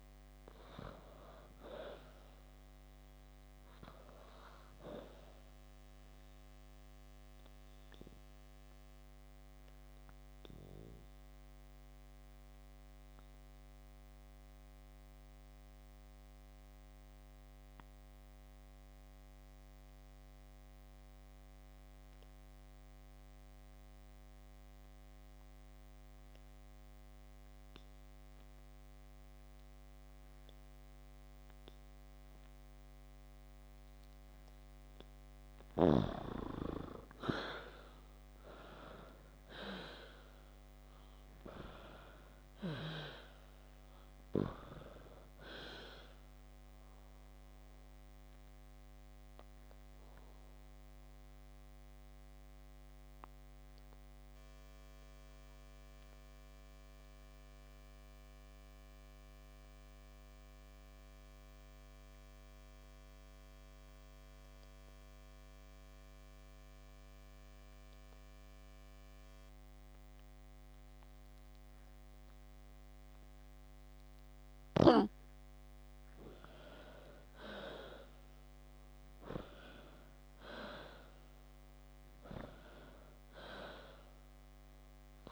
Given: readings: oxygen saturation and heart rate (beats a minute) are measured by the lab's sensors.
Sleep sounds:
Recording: breathing in sleep by a microphone on the trachea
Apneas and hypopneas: 2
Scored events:
6.50-34.50 s: obstructive apnea (oxygen 95% before, 86% lowest, heart rate 58 before, 53 extreme, up 5 after)
30.00-43.00 s: oxygen desaturation (device-marked, oxygen 95% before, 86% lowest, heart rate 55 before, 54 extreme)
37.00-41.50 s: arousal
47.50-75.00 s: obstructive apnea (oxygen 96% before, 86% lowest, heart rate 56 before, 53 extreme, up 16 after)
76.00-85.32 s: oxygen desaturation (device-marked, oxygen 96% before, 86% lowest, heart rate 55 before, 43 extreme)
76.50-79.50 s: arousal
From the record:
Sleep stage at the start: N2 (light sleep)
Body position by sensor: on the back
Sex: female

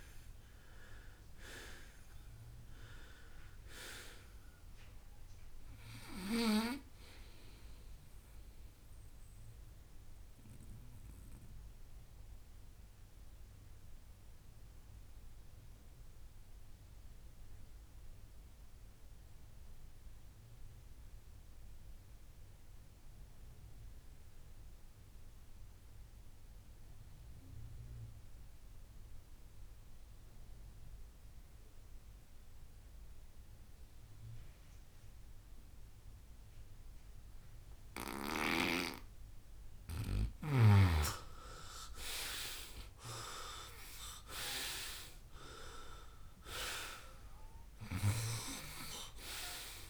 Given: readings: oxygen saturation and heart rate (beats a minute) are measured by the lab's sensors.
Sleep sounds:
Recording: breathing in sleep by a room microphone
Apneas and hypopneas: 1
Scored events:
0.00-25.50 s: oxygen desaturation (device-marked, oxygen 84% lowest, heart rate 62 extreme)
8.50-39.50 s: mixed apnea (oxygen 97% before, 84% lowest, heart rate 74 before, 55 extreme, up 17 after)
14.00-16.00 s: long interval between heartbeats (device-marked, heart rate 76 before, 65 extreme)
41.00-44.50 s: arousal
43.50-49.90 s: oxygen desaturation (device-marked, oxygen 97% before, 89% lowest, heart rate 65 before, 55 extreme)
From the record:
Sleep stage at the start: N2 (light sleep)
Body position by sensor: on the right side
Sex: male

